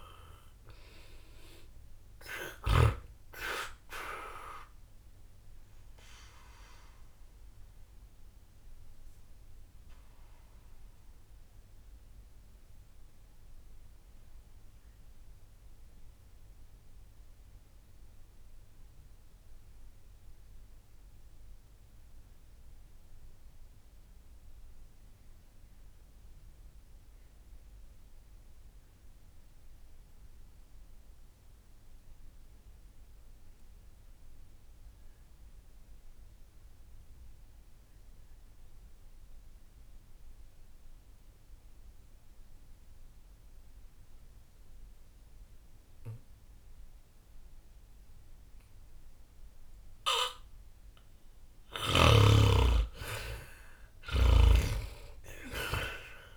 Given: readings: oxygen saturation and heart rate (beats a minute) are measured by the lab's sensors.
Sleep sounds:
breathing in sleep by a room microphone; 1
0.00-23.00 s: oxygen desaturation (device-marked, oxygen 68% lowest, heart rate 60 extreme)
4.00-52.00 s: obstructive apnea (oxygen 93% before, 68% lowest, heart rate 60 before, 59 extreme, up 1 after)
44.00-56.36 s: oxygen desaturation (device-marked, oxygen 99% before, 72% lowest, heart rate 60 before, 59 extreme)
From the record:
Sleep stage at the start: N2 (light sleep); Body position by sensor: on the back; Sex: male

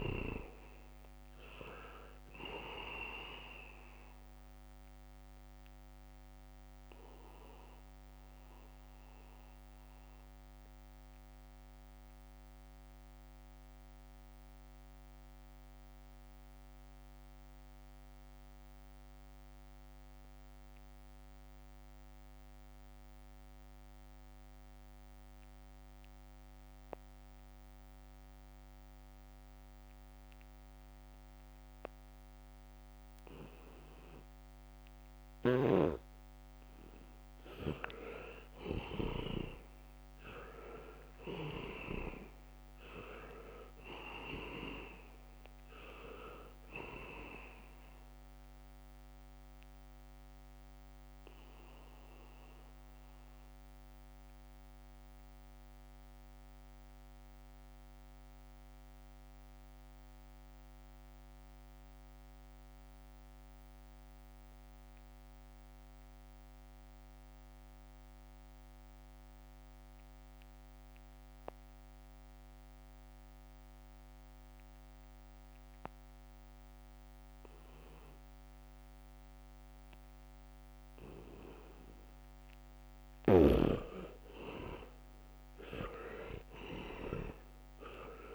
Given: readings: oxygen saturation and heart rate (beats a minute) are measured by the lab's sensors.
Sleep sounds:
breathing in sleep by a microphone on the trachea; 2
0.00-25.50 s: oxygen desaturation (device-marked, oxygen 77% lowest, heart rate 64 extreme)
6.50-35.00 s: obstructive apnea (oxygen 99% before, 77% lowest, heart rate 69 before, 64 extreme, up 2 after)
27.50-65.50 s: oxygen desaturation (device-marked, oxygen 99% before, 78% lowest, heart rate 74 before, 63 extreme)
35.50-39.50 s: snoring (device-marked)
38.00-39.00 s: leg movement (device-marked)
38.50-42.50 s: arousal
41.50-44.00 s: leg movement (device-marked)
46.00-52.00 s: leg movement (device-marked)
49.50-83.00 s: mixed apnea (oxygen 99% before, 76% lowest, heart rate 68 before, 63 extreme, up 4 after)
74.50-78.00 s: leg movement (device-marked)
75.50-88.35 s: oxygen desaturation (device-marked, oxygen 99% before, 76% lowest, heart rate 73 before, 63 extreme)
79.00-87.00 s: leg movement (device-marked)
85.00-88.35 s: arousal
From the record:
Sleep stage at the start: N2 (light sleep); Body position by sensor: on the back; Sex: male

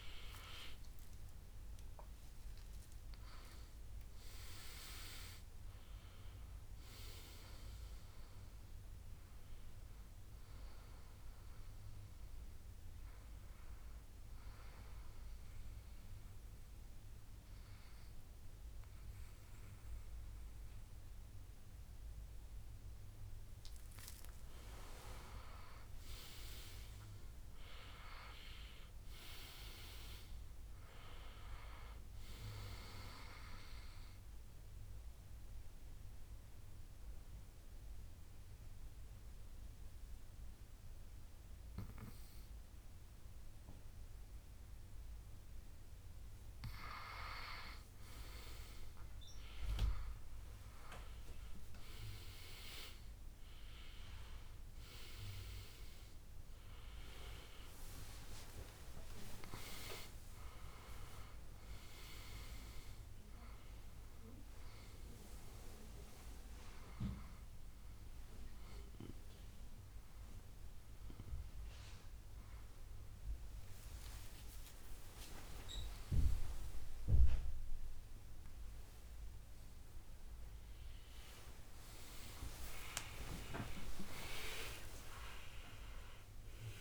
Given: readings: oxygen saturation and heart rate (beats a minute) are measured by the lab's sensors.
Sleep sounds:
breathing in sleep by a room microphone; 2
0.00-2.00 s: arousal
0.00-25.00 s: oxygen desaturation (device-marked, oxygen 98% before, 94% lowest, heart rate 66 before, 62 extreme)
12.00-23.50 s: obstructive apnea (oxygen 98% before, 94% lowest, heart rate 74 before, 62 extreme, up 11 after)
27.50-31.50 s: arousal
33.50-46.50 s: mixed apnea (oxygen 98% before, 94% lowest, heart rate 67 before, 63 extreme, up 7 after)
48.50-53.50 s: arousal
58.00-78.00 s: oxygen desaturation (device-marked, oxygen 98% before, 94% lowest, heart rate 67 before, 72 extreme)
73.00-86.81 s: new sleep stage, N1 (lightest sleep)
76.50-80.50 s: arousal
84.50-86.50 s: long interval between heartbeats (device-marked, heart rate 77 before, 90 extreme)
From the record:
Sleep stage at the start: N2 (light sleep); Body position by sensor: on the back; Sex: male

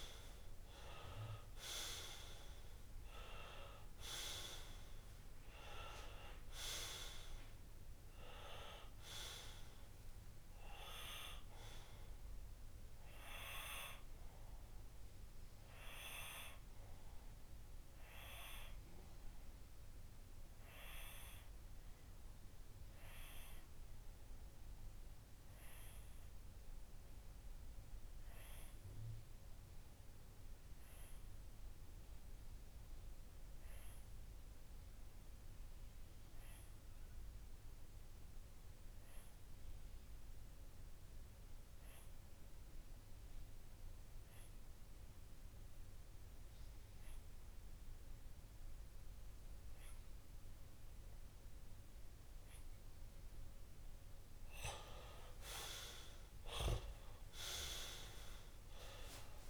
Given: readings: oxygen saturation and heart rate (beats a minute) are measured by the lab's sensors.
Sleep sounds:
breathing in sleep by a room microphone; 1
0.00-11.50 s: oxygen desaturation (device-marked, oxygen 94% lowest)
16.50-53.50 s: obstructive apnea (oxygen 97% before, 93% lowest)
43.50-59.49 s: oxygen desaturation (device-marked, oxygen 99% before, 93% lowest)
56.00-59.49 s: arousal
From the record:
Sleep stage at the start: N2 (light sleep); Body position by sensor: on the left side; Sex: male

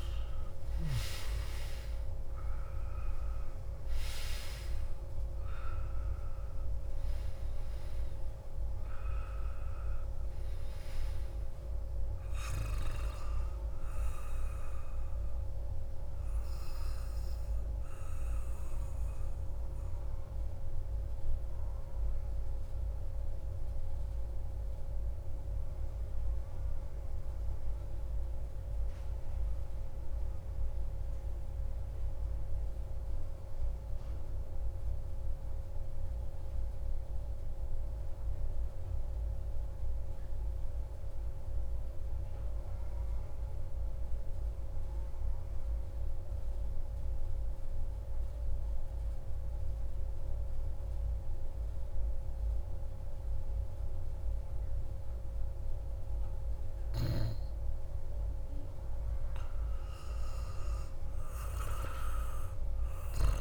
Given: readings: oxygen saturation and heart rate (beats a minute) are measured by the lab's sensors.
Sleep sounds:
breathing in sleep, hard to hear, by a room microphone; 1
0.00-20.00 s: oxygen desaturation (device-marked, oxygen 88% lowest)
21.00-55.50 s: mixed apnea (oxygen 97% before, 92% lowest)
52.00-63.41 s: oxygen desaturation (device-marked, oxygen 97% before, 92% lowest)
58.50-63.00 s: arousal
From the record:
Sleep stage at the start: N2 (light sleep); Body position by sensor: on the back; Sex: male

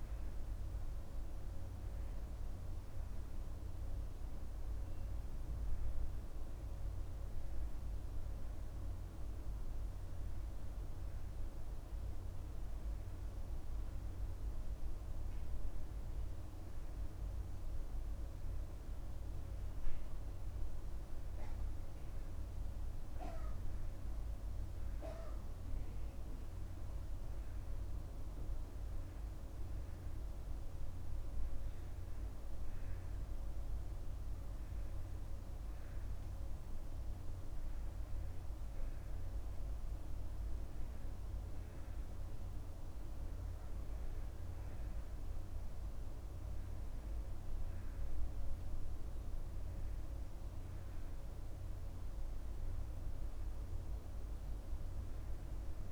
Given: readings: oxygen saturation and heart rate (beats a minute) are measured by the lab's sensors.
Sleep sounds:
breathing in sleep, hard to hear, by a room microphone; none
none scored
From the record:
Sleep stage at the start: N2 (light sleep); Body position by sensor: on the back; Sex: male

